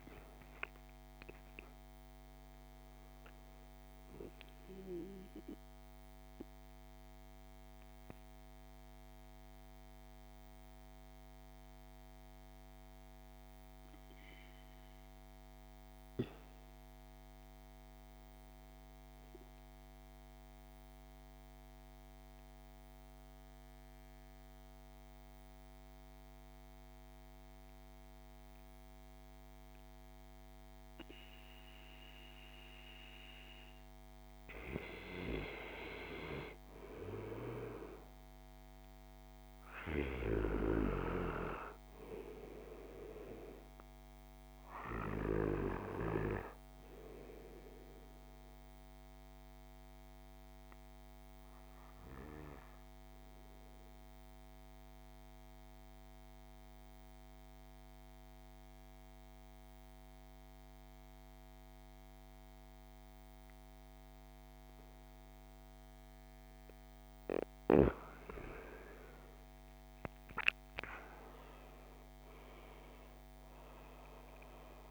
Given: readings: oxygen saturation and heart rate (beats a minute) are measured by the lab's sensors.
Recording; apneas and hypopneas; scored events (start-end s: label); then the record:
breathing in sleep by a microphone on the trachea; 2
0.00-18.50 s: oxygen desaturation (device-marked, oxygen 87% lowest, heart rate 50 extreme)
3.00-32.50 s: obstructive apnea (oxygen 100% before, 86% lowest, heart rate 59 before, 50 extreme, up 4 after)
36.50-40.00 s: arousal
39.50-59.50 s: oxygen desaturation (device-marked, oxygen 97% before, 90% lowest, heart rate 53 before, 50 extreme)
47.50-67.00 s: obstructive apnea (oxygen 98% before, 85% lowest, heart rate 54 before, 49 extreme, up 18 after)
68.50-72.00 s: arousal
71.50-74.91 s: oxygen desaturation (device-marked, oxygen 98% before, 86% lowest, heart rate 55 before, 49 extreme)
From the record:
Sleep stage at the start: N2 (light sleep); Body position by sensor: on the right side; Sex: male